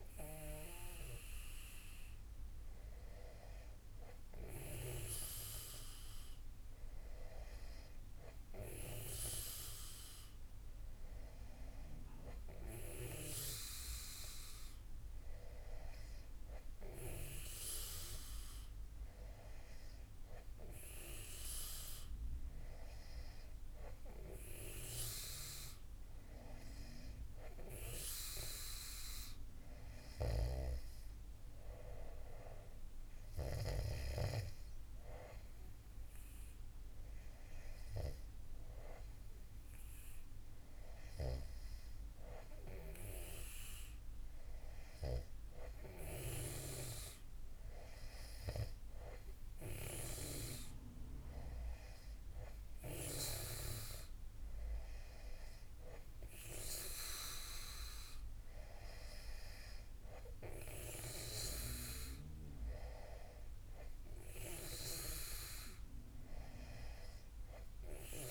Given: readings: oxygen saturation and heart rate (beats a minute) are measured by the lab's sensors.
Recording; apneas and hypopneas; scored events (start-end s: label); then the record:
breathing in sleep by a room microphone; none
none scored
From the record:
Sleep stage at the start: N2 (light sleep); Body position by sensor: on the back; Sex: male